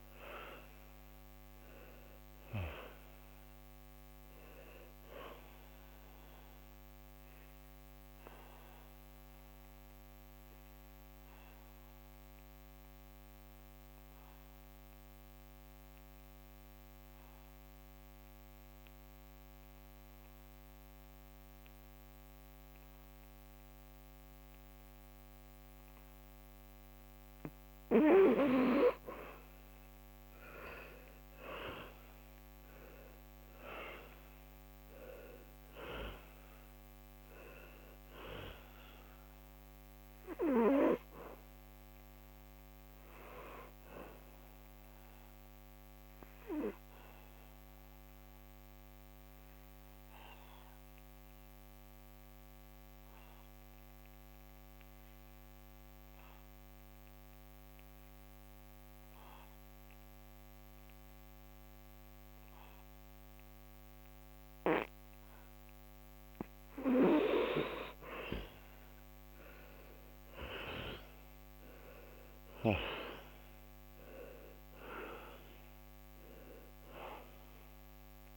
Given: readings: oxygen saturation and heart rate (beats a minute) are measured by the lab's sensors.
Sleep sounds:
breathing in sleep by a microphone on the trachea; 2
0.00-16.00 s: oxygen desaturation (device-marked, oxygen 86% lowest, heart rate 69 extreme)
6.00-26.00 s: obstructive apnea (oxygen 98% before, 83% lowest, heart rate 76 before, 69 extreme, up 4 after)
27.00-54.00 s: oxygen desaturation (device-marked, oxygen 98% before, 85% lowest, heart rate 76 before, 68 extreme)
28.00-32.50 s: arousal
44.50-66.50 s: obstructive apnea (oxygen 98% before, 83% lowest, heart rate 75 before, 68 extreme, up 12 after)
65.00-78.37 s: oxygen desaturation (device-marked, oxygen 98% before, 83% lowest, heart rate 76 before, 68 extreme)
70.00-74.00 s: arousal
From the record:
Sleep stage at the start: N2 (light sleep); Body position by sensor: on the back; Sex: male

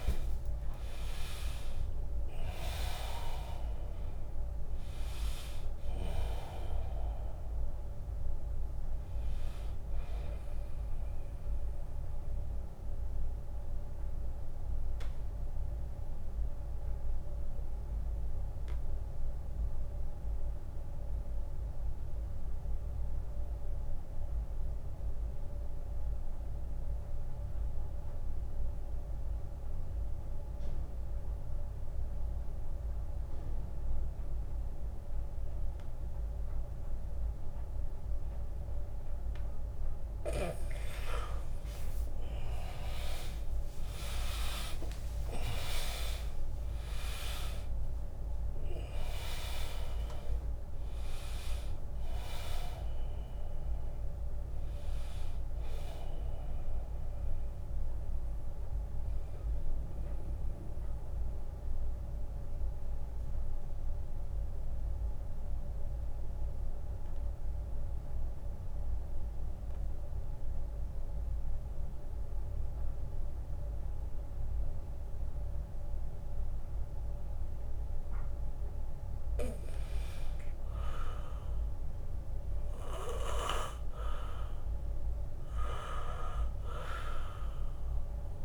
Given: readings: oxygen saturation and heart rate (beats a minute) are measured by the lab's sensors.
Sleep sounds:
breathing in sleep by a room microphone; 2
0.00-10.50 s: drop in pulse transit time (device-marked, heart rate 74 extreme)
0.00-22.50 s: oxygen desaturation (device-marked, oxygen 81% lowest, heart rate 64 extreme)
12.00-39.50 s: mixed apnea (oxygen 100% before, 81% lowest, heart rate 82 before, 68 extreme, up 8 after)
36.50-70.50 s: oxygen desaturation (device-marked, oxygen 100% before, 83% lowest, heart rate 77 before, 69 extreme)
41.50-45.50 s: arousal
43.50-57.50 s: drop in pulse transit time (device-marked, heart rate 79 before, 77 extreme)
59.00-61.00 s: long interval between heartbeats (device-marked, heart rate 79 before, 70 extreme)
61.50-78.00 s: mixed apnea (oxygen 100% before, 80% lowest, heart rate 79 before, 69 extreme, up 16 after)
82.50-85.00 s: arousal
From the record:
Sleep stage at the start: N2 (light sleep); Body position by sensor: on the back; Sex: male

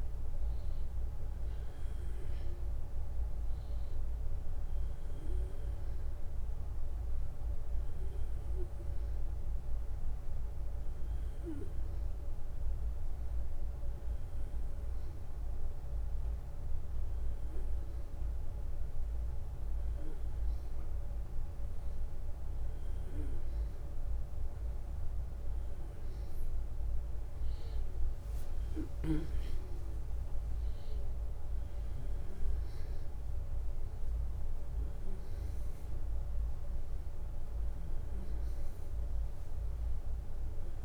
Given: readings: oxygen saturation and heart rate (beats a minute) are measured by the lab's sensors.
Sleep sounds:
a person awake in a sleep study, hard to hear, by a room microphone; none
none scored
From the record:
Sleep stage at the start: awake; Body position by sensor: on the back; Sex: male

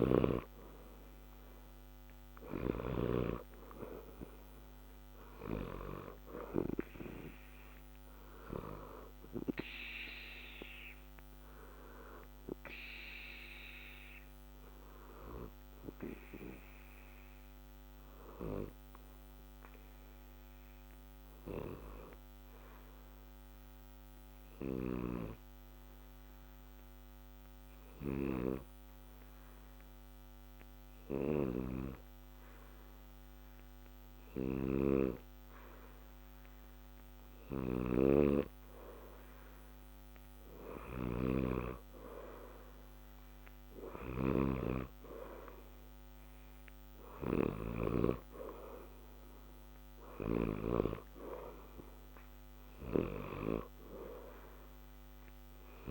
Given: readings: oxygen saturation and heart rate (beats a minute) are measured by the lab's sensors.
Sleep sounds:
breathing in sleep by a microphone on the trachea; 1
0.00-2.50 s: snoring (device-marked)
0.00-32.00 s: oxygen desaturation (device-marked, oxygen 91% before, 88% lowest, heart rate 61 before, 60 extreme)
13.00-36.00 s: obstructive apnea (oxygen 91% before, 88% lowest, heart rate 60 before, 60 extreme, up 0 after)
37.00-47.50 s: snoring (device-marked)
39.50-44.00 s: arousal
48.00-55.91 s: oxygen desaturation (device-marked, oxygen 92% before, 88% lowest, heart rate 60 before, 60 extreme)
From the record:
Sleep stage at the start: N2 (light sleep); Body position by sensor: on the back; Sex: male

